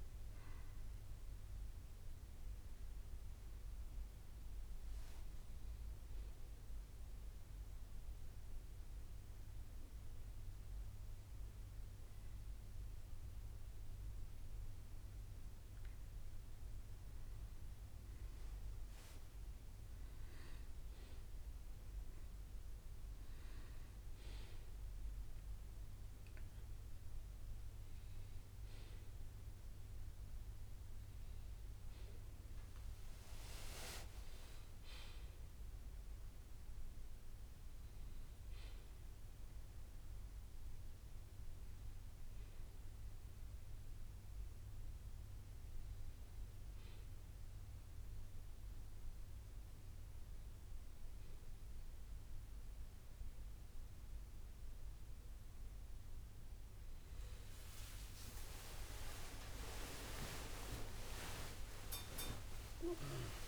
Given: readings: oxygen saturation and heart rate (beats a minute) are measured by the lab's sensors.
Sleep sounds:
breathing in sleep by a room microphone; 1
8.50-13.50 s: bradycardia (device-marked, heart rate 66 before, 58 extreme)
8.50-18.50 s: obstructive apnea (oxygen 97% before, 94% lowest, heart rate 63 before, 58 extreme, up 9 after)
21.00-24.00 s: arousal
60.50-62.50 s: long interval between heartbeats (device-marked, heart rate 65 before, 88 extreme)
62.50-63.48 s: new sleep stage, awake
From the record:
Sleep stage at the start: N1 (lightest sleep); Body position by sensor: on the back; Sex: male

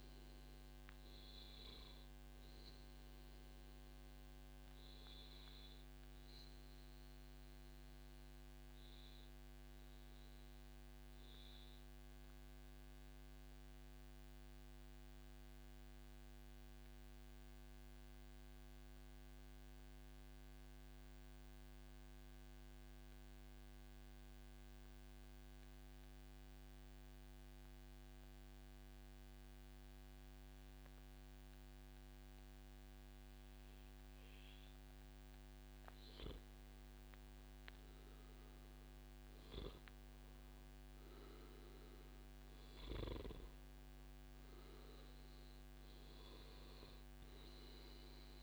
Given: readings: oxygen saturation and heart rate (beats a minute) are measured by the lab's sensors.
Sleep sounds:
breathing in sleep, hard to hear, by a microphone on the trachea; 1
0.00-4.50 s: oxygen desaturation (device-marked, oxygen 92% lowest, heart rate 142 extreme)
2.50-35.00 s: obstructive apnea (oxygen 95% before, 93% lowest, heart rate 140 before, 130 extreme, up 1 after)
36.00-40.00 s: arousal
38.50-40.50 s: long interval between heartbeats (device-marked, heart rate 143 before, 131 extreme)
38.50-48.43 s: oxygen desaturation (device-marked, oxygen 98% before, 93% lowest, heart rate 143 before, 132 extreme)
From the record:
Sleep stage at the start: N2 (light sleep); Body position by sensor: on the back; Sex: male

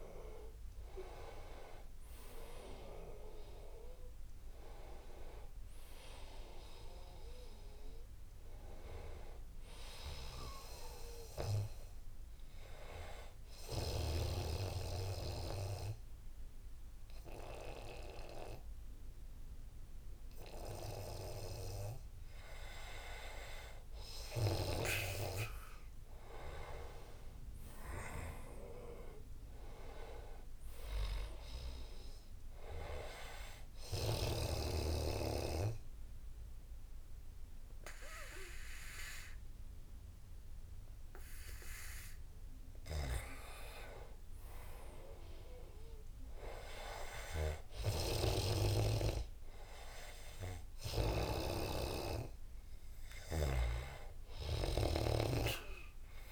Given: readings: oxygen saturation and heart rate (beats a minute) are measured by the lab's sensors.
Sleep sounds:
breathing in sleep by a room microphone; 2
0.00-16.00 s: oxygen desaturation (device-marked, oxygen 89% lowest, heart rate 77 extreme)
13.00-23.00 s: obstructive apnea (oxygen 97% before, 88% lowest, heart rate 82 before, 77 extreme, up 15 after)
24.00-28.00 s: arousal
34.00-44.00 s: obstructive apnea (oxygen 99% before, 85% lowest, heart rate 85 before, 75 extreme, up 4 after)
45.00-48.00 s: arousal
51.00-55.00 s: snoring (device-marked)
From the record:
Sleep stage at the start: N2 (light sleep); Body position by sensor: on the back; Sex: male

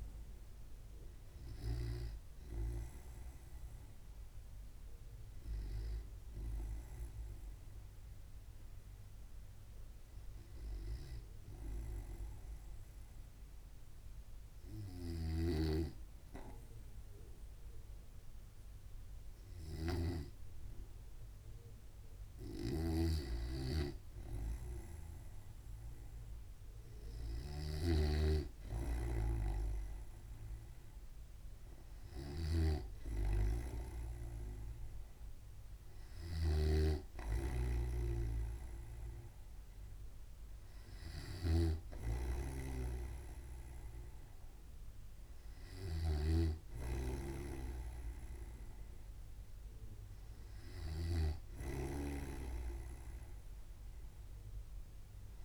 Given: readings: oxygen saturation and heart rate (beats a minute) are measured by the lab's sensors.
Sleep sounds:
breathing in sleep by a room microphone; 1
9.50-22.00 s: hypopnea (oxygen 98% before, 95% lowest, heart rate 66 before, 63 extreme, up 1 after)
15.50-21.00 s: snoring (device-marked)
23.00-55.45 s: snoring (device-marked)
23.50-28.00 s: arousal
From the record:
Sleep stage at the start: N2 (light sleep); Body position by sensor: on the right side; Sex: male

